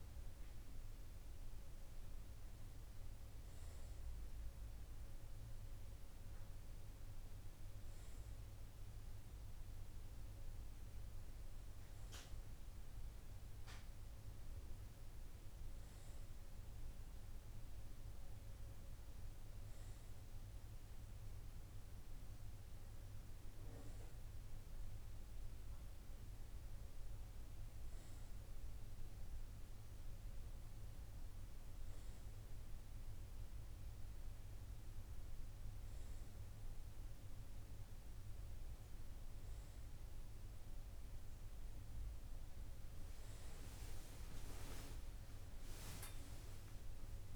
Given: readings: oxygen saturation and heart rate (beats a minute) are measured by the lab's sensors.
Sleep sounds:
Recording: breathing in sleep, hard to hear, by a room microphone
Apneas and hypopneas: none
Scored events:
none scored
From the record:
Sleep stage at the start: N1 (lightest sleep)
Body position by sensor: on the right side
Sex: male

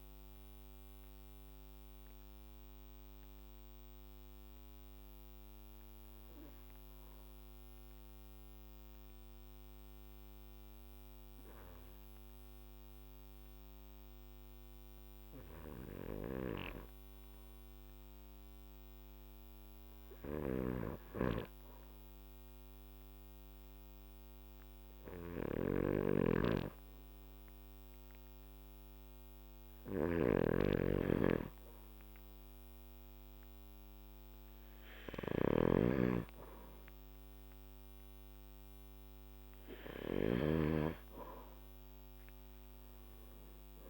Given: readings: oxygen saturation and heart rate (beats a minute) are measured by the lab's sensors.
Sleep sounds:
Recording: breathing in sleep by a microphone on the trachea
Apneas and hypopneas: 1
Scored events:
2.00-19.00 s: obstructive apnea (oxygen 98% before, 92% lowest, heart rate 61 before, 52 extreme, up 1 after)
7.50-20.50 s: oxygen desaturation (device-marked, oxygen 97% before, 92% lowest, heart rate 60 before, 53 extreme)
20.50-40.50 s: snoring (device-marked)
23.00-27.00 s: arousal
From the record:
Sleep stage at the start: N2 (light sleep)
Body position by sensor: on the back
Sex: male

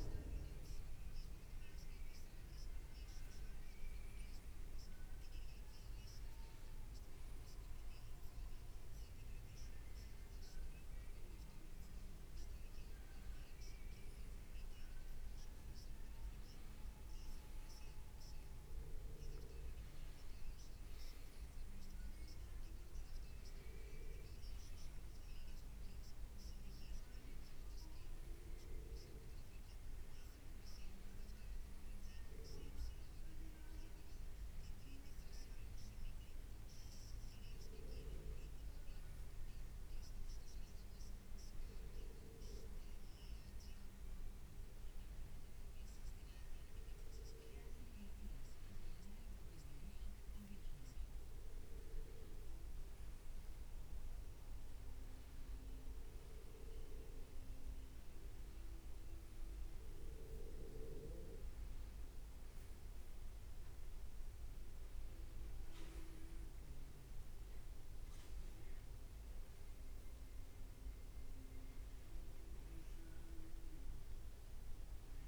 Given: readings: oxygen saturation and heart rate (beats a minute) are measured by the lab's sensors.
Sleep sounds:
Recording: breathing in sleep, hard to hear, by a room microphone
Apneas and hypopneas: none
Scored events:
none scored
From the record:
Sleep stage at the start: N1 (lightest sleep)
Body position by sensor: on the right side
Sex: male

